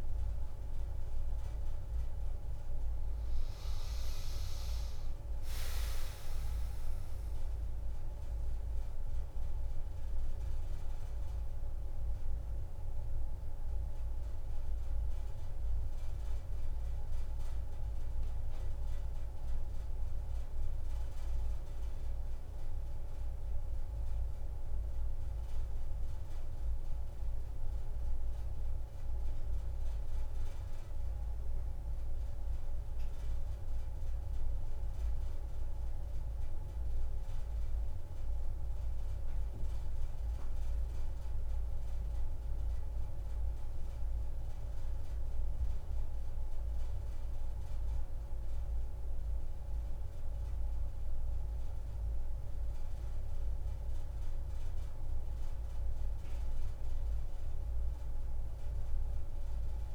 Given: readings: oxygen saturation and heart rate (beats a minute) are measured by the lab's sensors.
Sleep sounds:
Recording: a person awake in a sleep study, hard to hear, by a room microphone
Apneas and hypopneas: none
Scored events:
11.50-29.50 s: oxygen desaturation (device-marked, oxygen 96% before, 93% lowest)
From the record:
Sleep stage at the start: awake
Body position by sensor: on the back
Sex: female

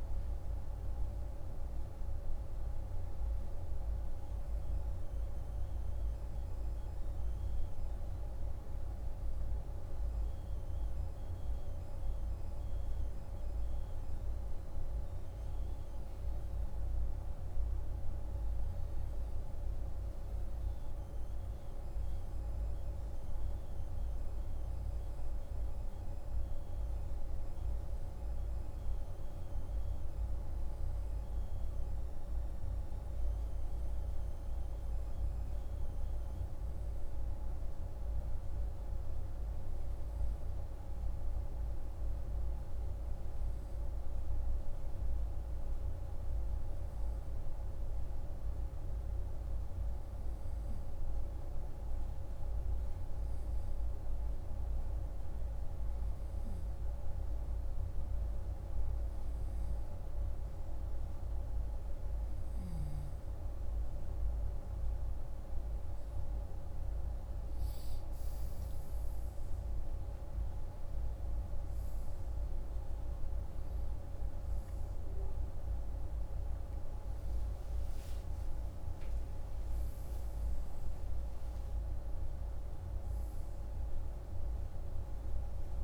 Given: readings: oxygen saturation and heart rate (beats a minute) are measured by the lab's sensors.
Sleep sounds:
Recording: breathing in sleep, hard to hear, by a room microphone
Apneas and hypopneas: none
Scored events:
72.00-85.84 s: new sleep stage, N2 (light sleep)
78.00-82.50 s: arousal
From the record:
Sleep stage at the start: N3 (deep sleep)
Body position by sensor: on the right side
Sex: male

